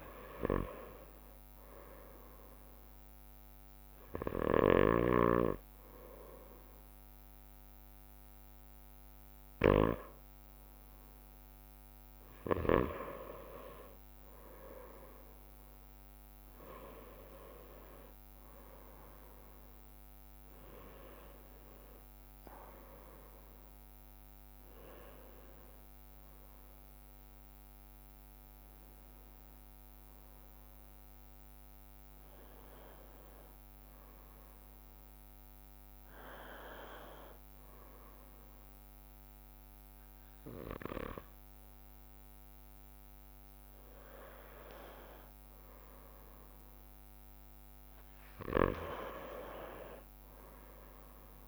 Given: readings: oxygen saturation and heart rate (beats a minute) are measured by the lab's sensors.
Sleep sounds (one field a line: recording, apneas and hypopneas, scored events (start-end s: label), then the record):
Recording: breathing in sleep by a microphone on the trachea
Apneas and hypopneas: none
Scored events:
16.50-51.48 s: new sleep stage, N2 (light sleep)
24.50-35.50 s: bradycardia (device-marked, heart rate 49 before, 53 extreme)
35.50-44.50 s: drop in pulse transit time (device-marked, heart rate 60 before, 57 extreme)
36.50-47.50 s: bradycardia (device-marked, heart rate 50 before, 57 extreme)
47.00-51.48 s: arousal
From the record:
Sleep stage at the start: N1 (lightest sleep)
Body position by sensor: on the right side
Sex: male